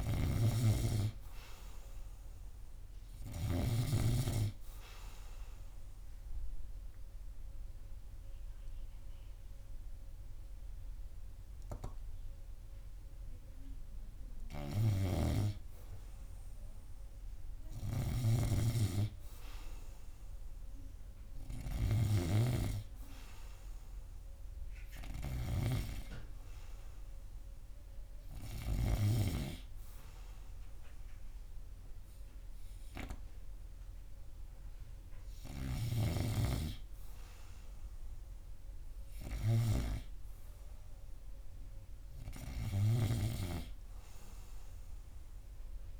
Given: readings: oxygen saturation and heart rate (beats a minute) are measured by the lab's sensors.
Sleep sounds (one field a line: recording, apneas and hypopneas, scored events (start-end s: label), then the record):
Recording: breathing in sleep by a room microphone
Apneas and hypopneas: 1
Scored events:
0.00-4.50 s: snoring (device-marked)
5.50-15.50 s: obstructive apnea (oxygen 98% before, 95% lowest, heart rate 84 before, 82 extreme, up 4 after)
15.50-30.00 s: snoring (device-marked)
18.00-22.00 s: arousal
43.00-46.00 s: snoring (device-marked)
From the record:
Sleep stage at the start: REM sleep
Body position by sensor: on the right side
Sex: male